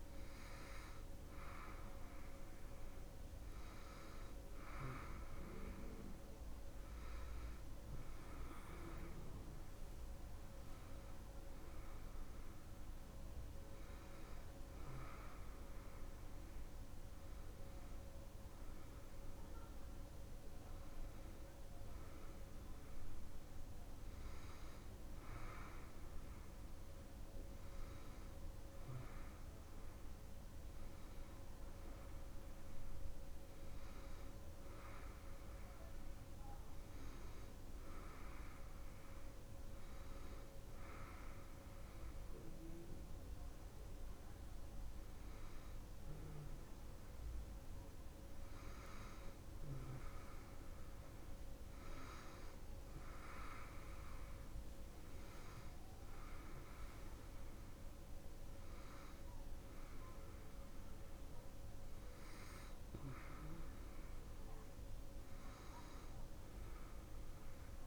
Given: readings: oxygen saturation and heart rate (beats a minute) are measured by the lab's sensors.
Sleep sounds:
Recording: a person partly awake in a sleep study, hard to hear, by a room microphone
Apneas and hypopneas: none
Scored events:
1.00-67.87 s: new sleep stage, N1 (lightest sleep)
From the record:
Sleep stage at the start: awake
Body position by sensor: on the back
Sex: female

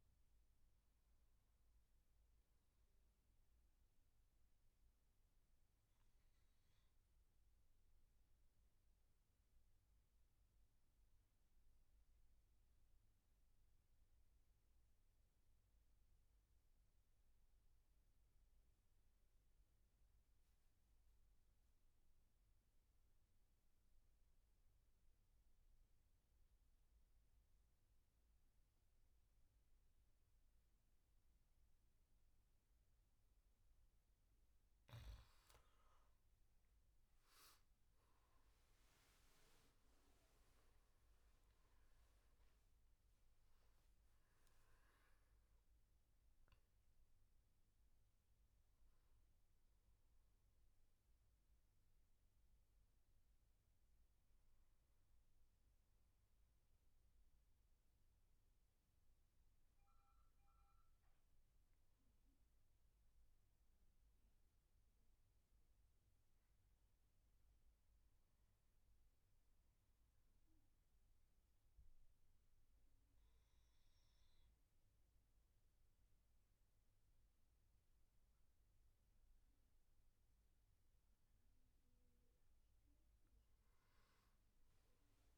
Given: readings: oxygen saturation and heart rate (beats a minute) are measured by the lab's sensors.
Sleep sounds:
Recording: breathing in sleep, hard to hear, by a room microphone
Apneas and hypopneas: 2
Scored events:
0.00-11.00 s: oxygen desaturation (device-marked, oxygen 93% lowest, heart rate 67 extreme)
9.00-33.50 s: mixed apnea (oxygen 97% before, 88% lowest, heart rate 73 before, 66 extreme, up 15 after)
25.00-58.00 s: oxygen desaturation (device-marked, oxygen 99% before, 88% lowest, heart rate 73 before, 66 extreme)
36.00-40.00 s: arousal
52.50-80.50 s: obstructive apnea (oxygen 98% before, 89% lowest, heart rate 82 before, 66 extreme, up 13 after)
82.00-85.38 s: arousal
From the record:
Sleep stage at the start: N2 (light sleep)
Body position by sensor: on the back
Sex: male

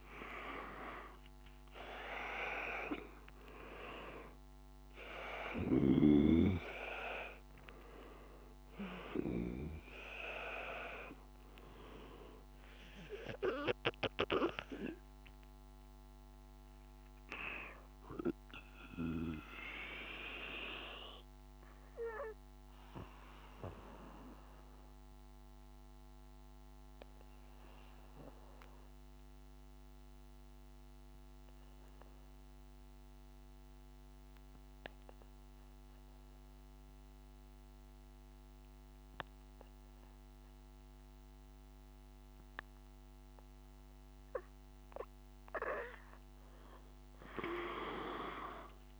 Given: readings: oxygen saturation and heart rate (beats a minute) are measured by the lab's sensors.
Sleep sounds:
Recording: breathing in sleep by a microphone on the trachea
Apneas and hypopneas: 1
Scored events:
0.00-3.00 s: arousal
0.00-27.50 s: oxygen desaturation (device-marked, oxygen 89% lowest, heart rate 50 extreme)
4.00-8.50 s: snoring (device-marked)
13.50-44.50 s: obstructive apnea (oxygen 98% before, 89% lowest, heart rate 54 before, 50 extreme, up 5 after)
43.50-49.00 s: oxygen desaturation (device-marked, oxygen 98% before, 90% lowest, heart rate 54 before, 49 extreme)
48.00-49.00 s: arousal
From the record:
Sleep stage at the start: N2 (light sleep)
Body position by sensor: on the back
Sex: male

